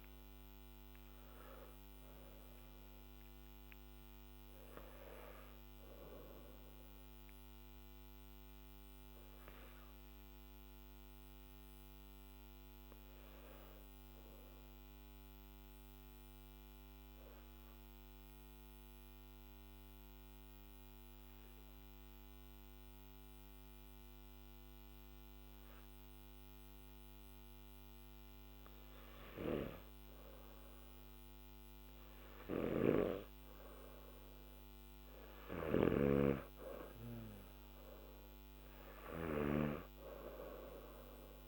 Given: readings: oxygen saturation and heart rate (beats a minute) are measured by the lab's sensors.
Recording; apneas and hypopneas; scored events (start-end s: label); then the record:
breathing in sleep by a microphone on the trachea; 1
0.00-17.50 s: oxygen desaturation (device-marked, oxygen 91% lowest, heart rate 48 extreme)
13.50-33.00 s: obstructive apnea (oxygen 98% before, 91% lowest, heart rate 54 before, 52 extreme, up 5 after)
35.00-41.48 s: snoring (device-marked)
35.50-41.48 s: oxygen desaturation (device-marked, oxygen 98% before, 93% lowest, heart rate 55 before, 50 extreme)
From the record:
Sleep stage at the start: N1 (lightest sleep); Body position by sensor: on the back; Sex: male